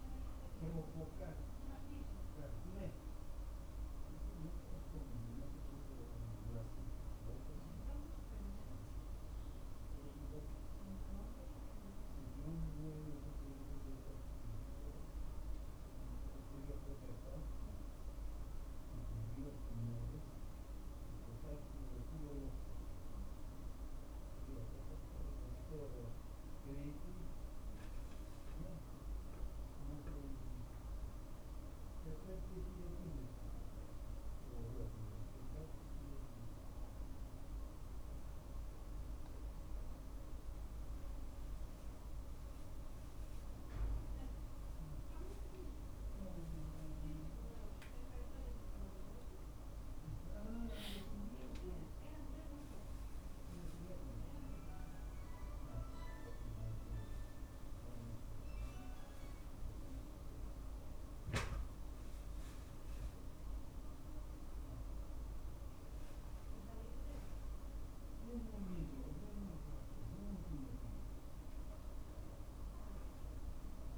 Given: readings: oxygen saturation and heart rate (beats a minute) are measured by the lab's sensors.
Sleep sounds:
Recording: a person awake in a sleep study, by a room microphone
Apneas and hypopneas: none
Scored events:
none scored
From the record:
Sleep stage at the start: awake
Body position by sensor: on the back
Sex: male

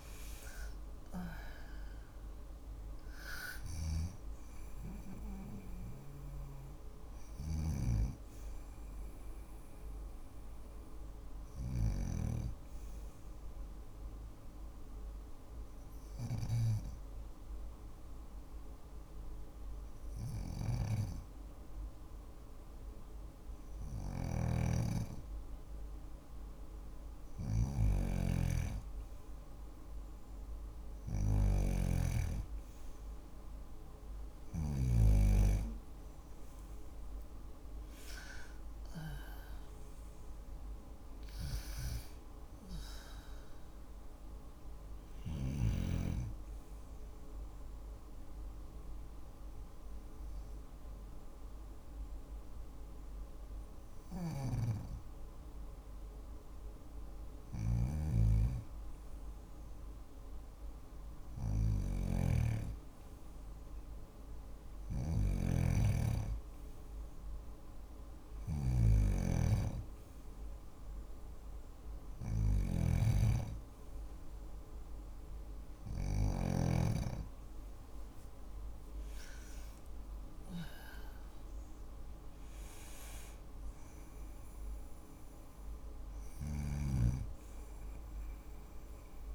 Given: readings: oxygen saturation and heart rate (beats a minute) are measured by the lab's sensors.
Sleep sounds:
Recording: breathing in sleep by a room microphone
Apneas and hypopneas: 2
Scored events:
0.00-2.00 s: arousal
0.00-19.50 s: oxygen desaturation (device-marked, oxygen 93% lowest, heart rate 52 extreme)
5.00-33.50 s: snoring (device-marked)
11.00-23.50 s: hypopnea (oxygen 97% before, 93% lowest, heart rate 55 before, 53 extreme, up 2 after)
32.50-36.50 s: arousal
46.00-56.00 s: obstructive apnea (oxygen 97% before, 94% lowest, heart rate 56 before, 51 extreme, up 3 after)
53.00-75.50 s: snoring (device-marked)
77.50-83.00 s: arousal
85.00-89.35 s: snoring (device-marked)
From the record:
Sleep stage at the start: N2 (light sleep)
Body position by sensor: on the back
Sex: female

